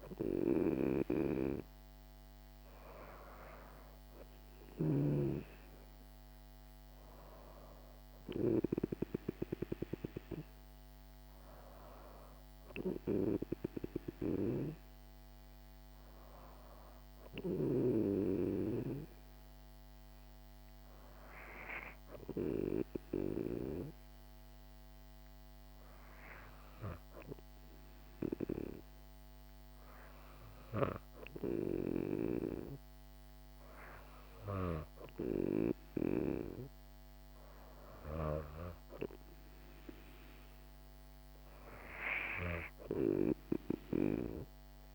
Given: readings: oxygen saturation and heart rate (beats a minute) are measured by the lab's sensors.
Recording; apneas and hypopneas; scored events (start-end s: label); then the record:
breathing in sleep by a microphone on the trachea; 1
21.00-36.00 s: hypopnea (oxygen 96% before, 94% lowest, heart rate 63 before, 60 extreme, up 2 after)
39.00-42.00 s: arousal
From the record:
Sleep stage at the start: N2 (light sleep); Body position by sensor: on the back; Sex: female